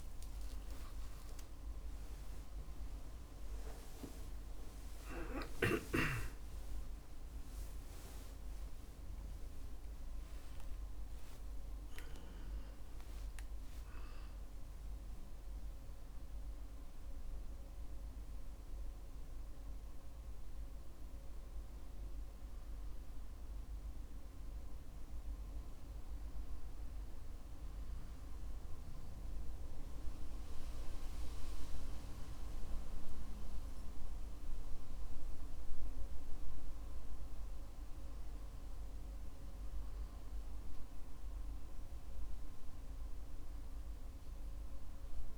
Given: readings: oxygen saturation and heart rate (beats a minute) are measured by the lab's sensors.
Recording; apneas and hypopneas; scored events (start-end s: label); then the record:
a person awake in a sleep study, hard to hear, by a room microphone; none
0.00-2.50 s: tachycardia (device-marked, heart rate 171 extreme)
24.50-45.38 s: new sleep stage, N2 (light sleep)
From the record:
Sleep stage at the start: awake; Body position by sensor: on the back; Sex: male